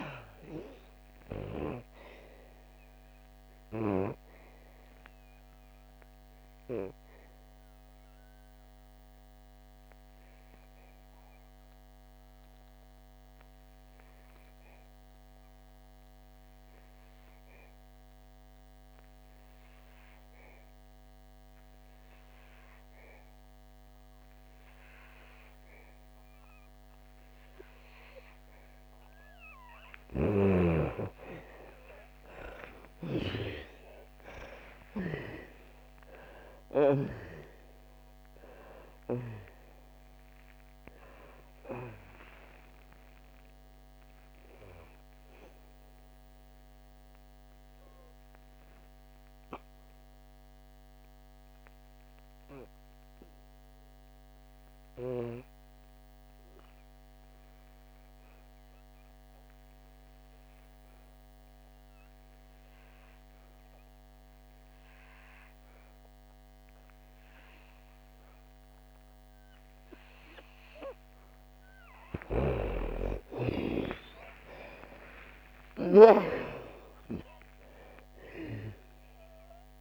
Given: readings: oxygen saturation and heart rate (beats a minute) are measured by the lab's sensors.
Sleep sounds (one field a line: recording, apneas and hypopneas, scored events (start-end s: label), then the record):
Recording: breathing in sleep by a microphone on the trachea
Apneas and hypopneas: 2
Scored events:
0.00-23.50 s: oxygen desaturation (device-marked, oxygen 82% lowest, heart rate 58 extreme)
4.00-28.50 s: obstructive apnea (oxygen 99% before, 81% lowest, heart rate 63 before, 58 extreme, up 58 after)
28.50-60.50 s: oxygen desaturation (device-marked, oxygen 98% before, 82% lowest, heart rate 62 before, 57 extreme)
30.50-36.50 s: arousal
46.00-72.00 s: obstructive apnea (oxygen 98% before, 78% lowest, heart rate 86 before, 56 extreme, up 12 after)
65.50-79.81 s: oxygen desaturation (device-marked, oxygen 99% before, 78% lowest, heart rate 64 before, 56 extreme)
73.50-77.00 s: arousal
From the record:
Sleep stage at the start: N2 (light sleep)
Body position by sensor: on the back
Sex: female